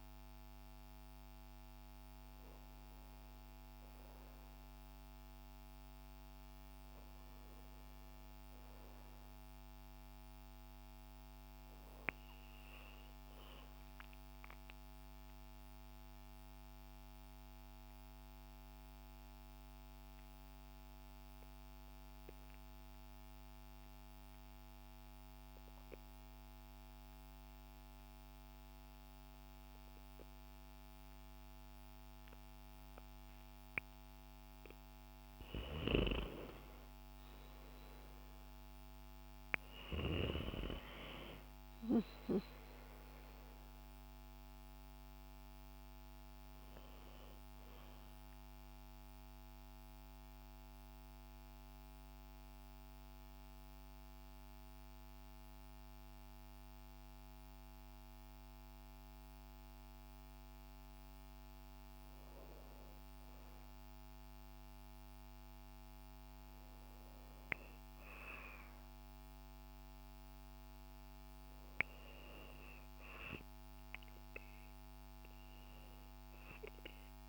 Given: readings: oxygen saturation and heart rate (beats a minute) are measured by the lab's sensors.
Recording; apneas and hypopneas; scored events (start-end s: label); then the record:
breathing in sleep by a microphone on the trachea; 2
6.50-10.00 s: arousal
15.00-34.50 s: obstructive apnea (oxygen 94% before, 84% lowest, heart rate 57 before, 54 extreme, up 5 after)
31.50-65.50 s: oxygen desaturation (device-marked, oxygen 94% before, 84% lowest, heart rate 58 before, 54 extreme)
36.00-40.50 s: arousal
49.50-61.00 s: mixed apnea (oxygen 94% before, 84% lowest, heart rate 59 before, 54 extreme, up 3 after)
64.00-67.50 s: arousal
From the record:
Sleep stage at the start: N2 (light sleep); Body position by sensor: on the back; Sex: female